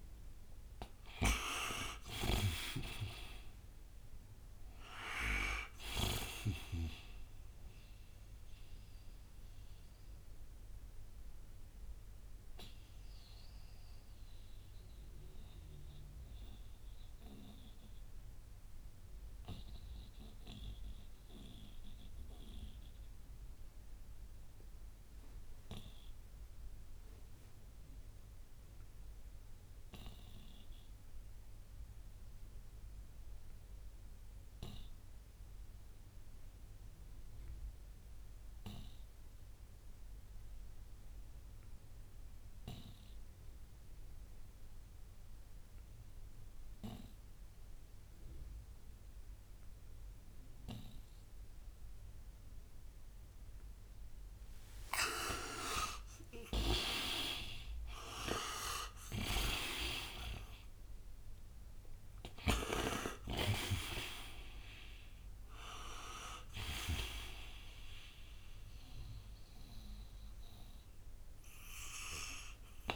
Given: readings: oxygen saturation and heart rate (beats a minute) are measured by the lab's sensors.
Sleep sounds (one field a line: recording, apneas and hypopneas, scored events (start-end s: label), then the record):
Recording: breathing in sleep by a room microphone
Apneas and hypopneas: 1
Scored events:
0.00-6.00 s: snoring (device-marked)
0.00-27.00 s: oxygen desaturation (device-marked, oxygen 79% lowest, heart rate 58 extreme)
8.50-53.00 s: mixed apnea (oxygen 99% before, 75% lowest, heart rate 78 before, 58 extreme, up 17 after)
40.00-72.96 s: oxygen desaturation (device-marked, oxygen 98% before, 75% lowest, heart rate 60 before, 57 extreme)
54.50-59.50 s: arousal
58.50-66.50 s: snoring (device-marked)
From the record:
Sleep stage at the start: N2 (light sleep)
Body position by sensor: on the right side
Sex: male